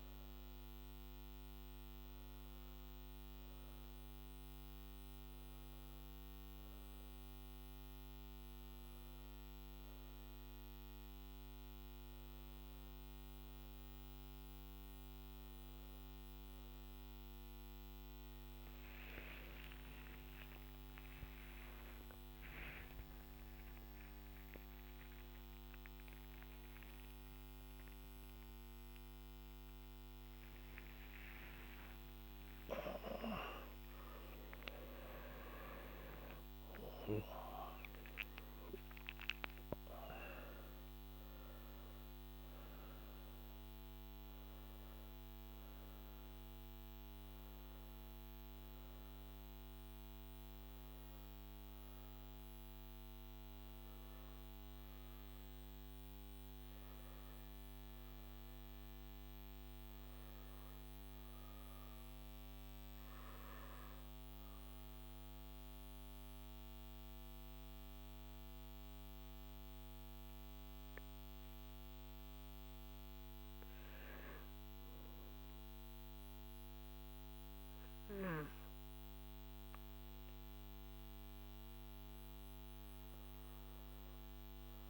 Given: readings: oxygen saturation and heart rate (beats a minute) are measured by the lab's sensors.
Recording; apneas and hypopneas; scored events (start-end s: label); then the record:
breathing in sleep by a microphone on the trachea; 1
22.50-24.50 s: long interval between heartbeats (device-marked, heart rate 61 before, 93 extreme)
24.50-26.50 s: long interval between heartbeats (device-marked, heart rate 64 before, 106 extreme)
26.50-28.50 s: long interval between heartbeats (device-marked, heart rate 69 before, 126 extreme)
30.50-32.50 s: long interval between heartbeats (device-marked, heart rate 80 before, 108 extreme)
64.50-79.50 s: hypopnea (oxygen 98% before, 95% lowest, heart rate 54 before, 49 extreme, up 5 after)
From the record:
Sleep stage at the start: N2 (light sleep); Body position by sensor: on the back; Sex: male